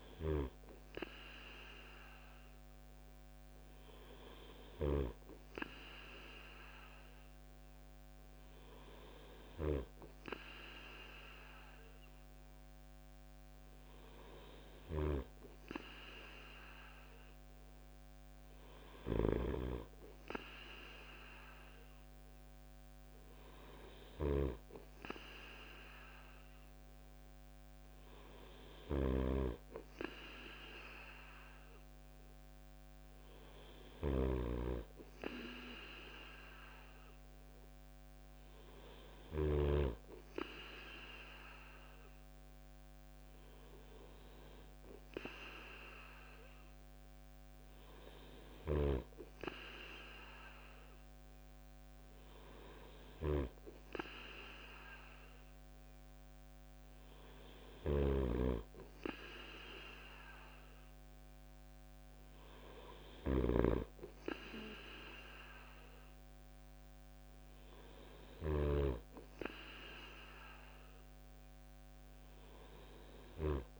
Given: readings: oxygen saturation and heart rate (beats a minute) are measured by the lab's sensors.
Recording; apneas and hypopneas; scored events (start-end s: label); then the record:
breathing in sleep by a microphone on the trachea; none
0.00-4.50 s: snoring (device-marked)
14.00-39.00 s: snoring (device-marked)
57.00-68.00 s: snoring (device-marked)
From the record:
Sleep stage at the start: N2 (light sleep); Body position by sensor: on the right side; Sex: male